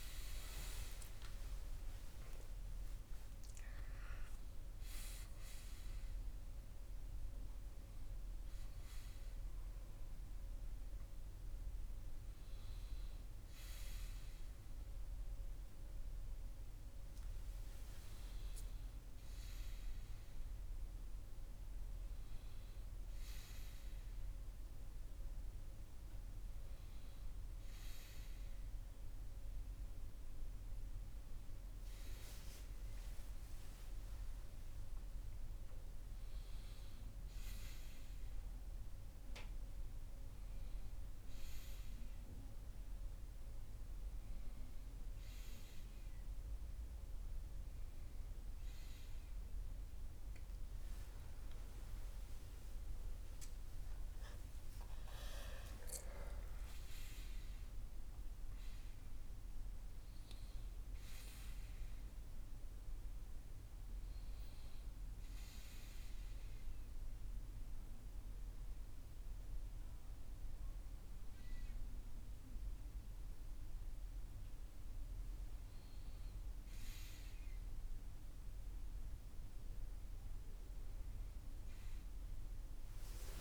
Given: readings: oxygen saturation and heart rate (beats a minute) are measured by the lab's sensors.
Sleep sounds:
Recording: a person awake in a sleep study, hard to hear, by a room microphone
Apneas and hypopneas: none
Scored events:
none scored
From the record:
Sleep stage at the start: awake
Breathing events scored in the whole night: 339 in 6.8 hours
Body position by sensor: on the right side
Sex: male

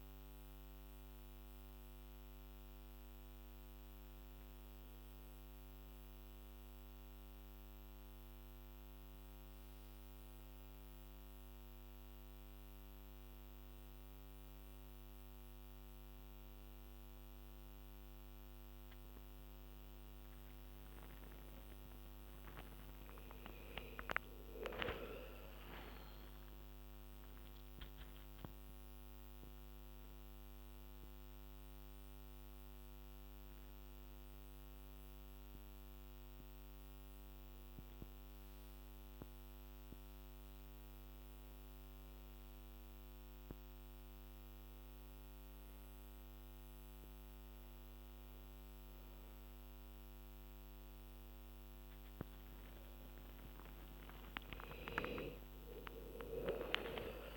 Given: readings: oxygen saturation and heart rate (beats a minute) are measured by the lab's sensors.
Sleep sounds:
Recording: breathing in sleep by a microphone on the trachea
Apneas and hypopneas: none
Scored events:
14.50-57.37 s: new sleep stage, N1 (lightest sleep)
23.00-28.00 s: arousal
55.50-57.37 s: arousal
From the record:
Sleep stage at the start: N2 (light sleep)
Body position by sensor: on the back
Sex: female

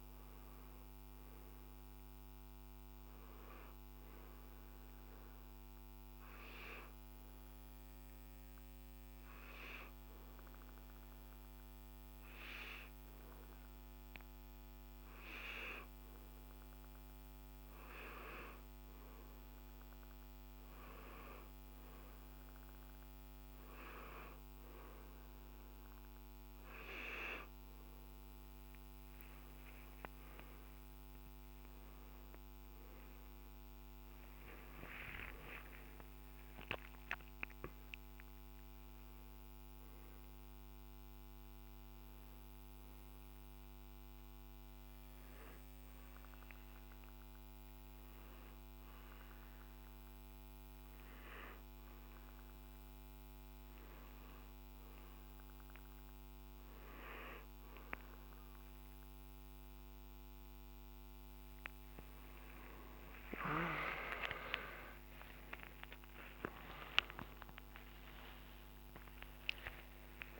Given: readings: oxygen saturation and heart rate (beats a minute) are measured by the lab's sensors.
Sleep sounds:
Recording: a person partly awake in a sleep study, by a microphone on the trachea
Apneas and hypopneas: 1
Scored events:
6.00-17.50 s: hypopnea (oxygen 94% before, 91% lowest, heart rate 67 before, 59 extreme, up 6 after)
25.00-36.00 s: oxygen desaturation (device-marked, oxygen 95% before, 92% lowest, heart rate 61 before, 59 extreme)
52.00-70.40 s: new sleep stage, awake
From the record:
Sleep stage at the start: N2 (light sleep)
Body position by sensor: on the back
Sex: male

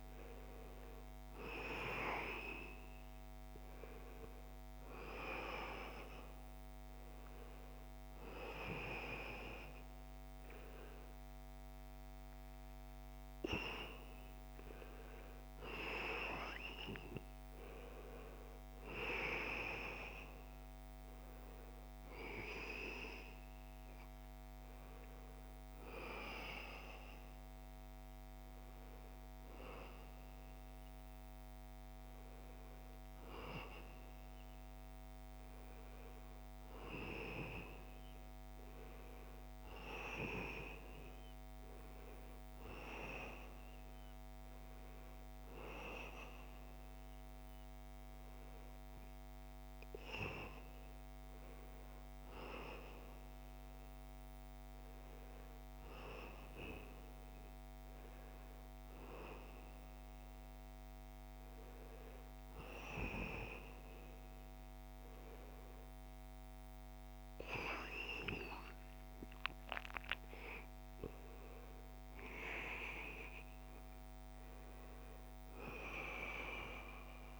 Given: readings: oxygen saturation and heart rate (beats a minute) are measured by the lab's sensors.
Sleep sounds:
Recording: a person partly awake in a sleep study, by a microphone on the trachea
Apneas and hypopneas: none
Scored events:
5.00-77.40 s: new sleep stage, N1 (lightest sleep)
68.00-72.50 s: arousal
From the record:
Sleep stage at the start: awake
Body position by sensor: on the back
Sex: male

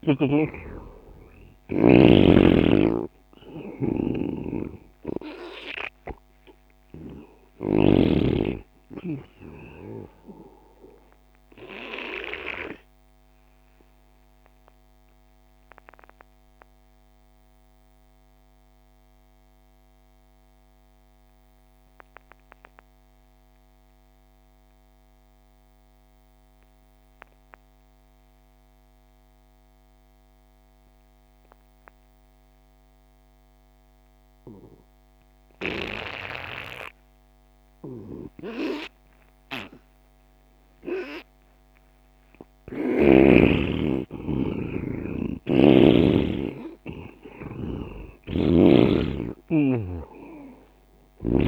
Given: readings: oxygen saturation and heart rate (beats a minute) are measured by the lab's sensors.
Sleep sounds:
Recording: breathing in sleep by a microphone on the trachea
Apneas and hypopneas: 1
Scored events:
0.00-1.00 s: arousal
0.00-8.50 s: snoring (device-marked)
0.00-22.00 s: oxygen desaturation (device-marked, oxygen 88% lowest)
11.50-43.00 s: obstructive apnea (oxygen 99% before, 87% lowest)
38.00-51.48 s: oxygen desaturation (device-marked, oxygen 99% before, 87% lowest)
45.00-49.00 s: arousal
45.50-49.00 s: snoring (device-marked)
From the record:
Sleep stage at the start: N2 (light sleep)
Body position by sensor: on the right side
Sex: male

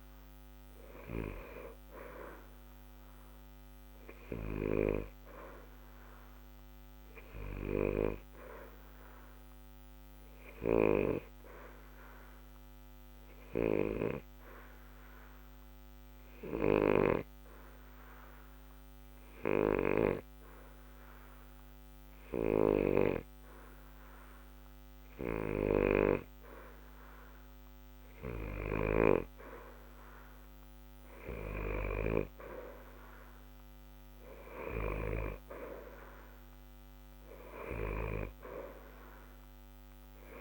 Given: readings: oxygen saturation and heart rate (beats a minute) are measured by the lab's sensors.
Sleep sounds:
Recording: breathing in sleep by a microphone on the trachea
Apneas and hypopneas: 1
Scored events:
0.00-2.50 s: arousal
12.50-26.50 s: obstructive apnea (oxygen 90% before, 88% lowest, heart rate 60 before, 60 extreme, up 0 after)
33.00-38.00 s: arousal
From the record:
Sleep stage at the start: N2 (light sleep)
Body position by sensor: on the back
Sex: male

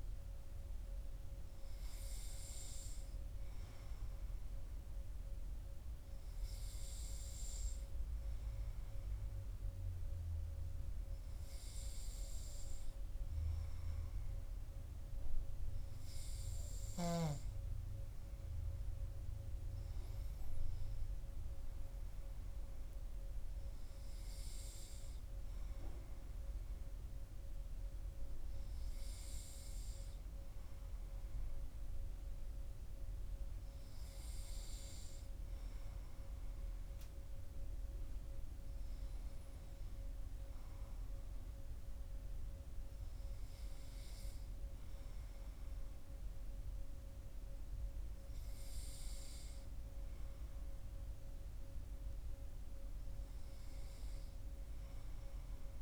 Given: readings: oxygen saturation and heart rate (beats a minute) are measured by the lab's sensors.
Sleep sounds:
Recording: breathing in sleep, hard to hear, by a room microphone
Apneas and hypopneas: none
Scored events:
none scored
From the record:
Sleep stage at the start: N2 (light sleep)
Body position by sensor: on the back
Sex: male

